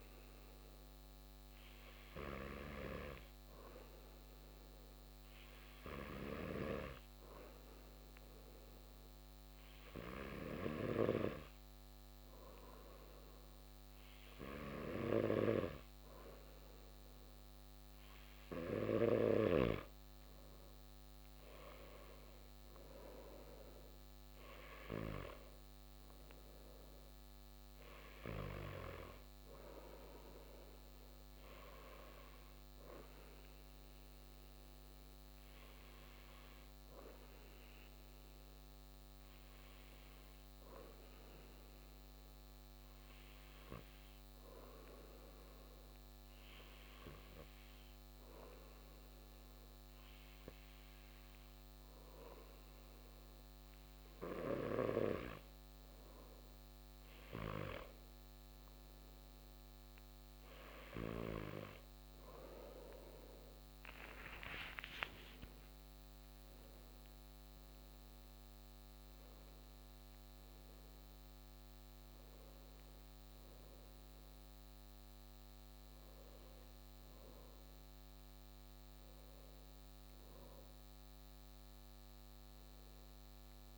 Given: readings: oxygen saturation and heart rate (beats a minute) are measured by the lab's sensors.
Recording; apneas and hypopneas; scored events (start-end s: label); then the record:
breathing in sleep by a microphone on the trachea; 2
3.50-19.50 s: obstructive apnea (oxygen 96% before, 94% lowest)
21.50-25.00 s: arousal
41.00-53.00 s: obstructive apnea (oxygen 95% before, 94% lowest)
63.50-68.50 s: arousal
From the record:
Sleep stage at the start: N2 (light sleep); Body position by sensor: on the back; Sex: male